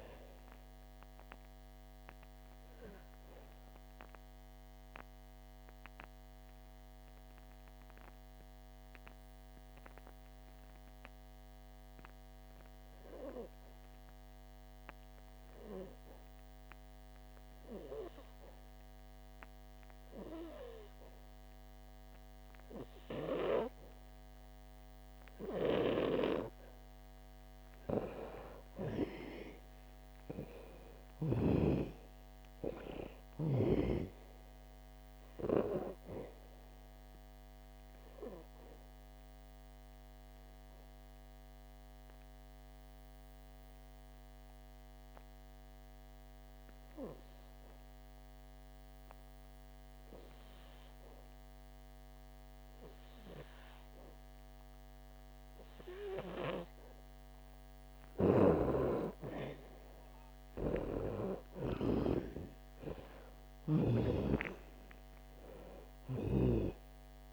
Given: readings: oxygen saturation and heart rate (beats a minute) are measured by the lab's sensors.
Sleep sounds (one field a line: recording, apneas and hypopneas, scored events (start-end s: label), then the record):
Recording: breathing in sleep by a microphone on the trachea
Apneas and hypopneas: 2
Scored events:
0.00-20.50 s: oxygen desaturation (device-marked, oxygen 84% lowest, heart rate 59 extreme)
1.00-27.50 s: obstructive apnea (oxygen 97% before, 84% lowest, heart rate 78 before, 59 extreme, up 14 after)
25.50-56.50 s: oxygen desaturation (device-marked, oxygen 99% before, 88% lowest, heart rate 64 before, 59 extreme)
29.50-33.00 s: arousal
37.50-57.00 s: obstructive apnea (oxygen 99% before, 88% lowest, heart rate 70 before, 59 extreme, up 38 after)
58.50-64.50 s: snoring (device-marked)
60.50-64.50 s: arousal
65.50-67.33 s: oxygen desaturation (device-marked, oxygen 97% before, 88% lowest, heart rate 80 before, 59 extreme)
From the record:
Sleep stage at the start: N2 (light sleep)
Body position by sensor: on the back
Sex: female